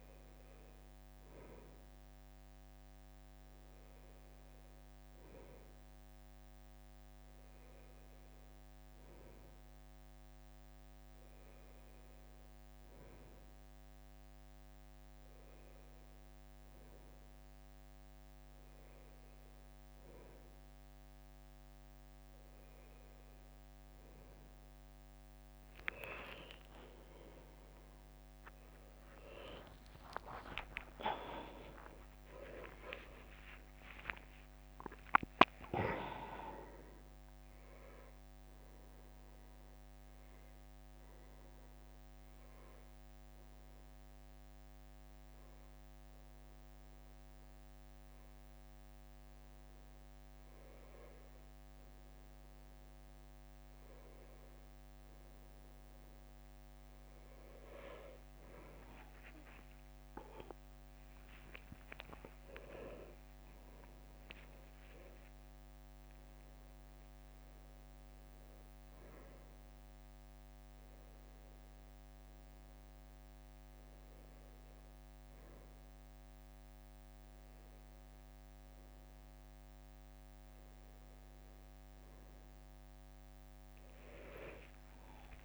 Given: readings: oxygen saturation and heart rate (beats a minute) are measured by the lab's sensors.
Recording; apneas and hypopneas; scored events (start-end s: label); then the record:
a person awake in a sleep study, by a microphone on the trachea; none
29.00-35.00 s: leg movement (device-marked)
61.50-63.00 s: leg movement (device-marked)
61.50-63.50 s: long interval between heartbeats (device-marked, heart rate 65 before, 83 extreme)
64.00-65.50 s: leg movement (device-marked)
83.00-85.45 s: leg movement (device-marked)
From the record:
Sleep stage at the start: awake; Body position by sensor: on the right side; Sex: male